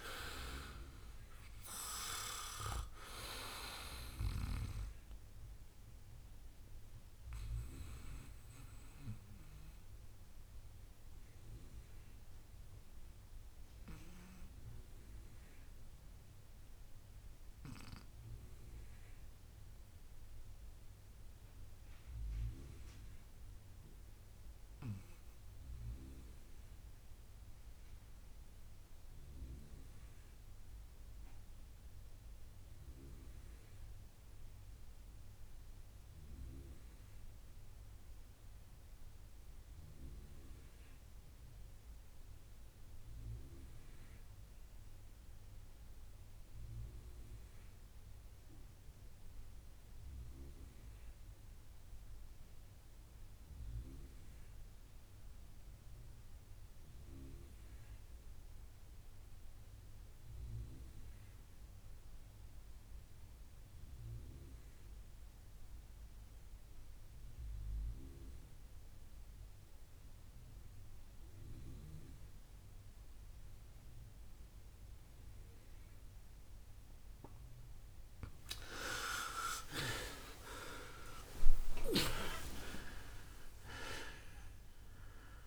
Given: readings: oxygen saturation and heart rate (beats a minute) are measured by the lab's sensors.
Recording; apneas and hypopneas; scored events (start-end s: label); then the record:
breathing in sleep by a room microphone; 1
0.00-1.50 s: arousal
7.00-22.00 s: oxygen desaturation (device-marked, oxygen 97% before, 92% lowest, heart rate 72 before, 58 extreme)
7.00-77.00 s: mixed apnea (oxygen 99% before, 69% lowest, heart rate 72 before, 58 extreme, up 40 after)
16.50-18.50 s: long interval between heartbeats (device-marked, heart rate 72 before, 67 extreme)
37.00-85.47 s: oxygen desaturation (device-marked, oxygen 97% before, 69% lowest, heart rate 63 before, 63 extreme)
80.50-84.50 s: arousal
81.00-85.00 s: tachycardia (device-marked, heart rate 68 before, 104 extreme)
81.50-83.50 s: long interval between heartbeats (device-marked, heart rate 69 before, 84 extreme)
From the record:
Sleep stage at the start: N2 (light sleep); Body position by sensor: on the back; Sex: male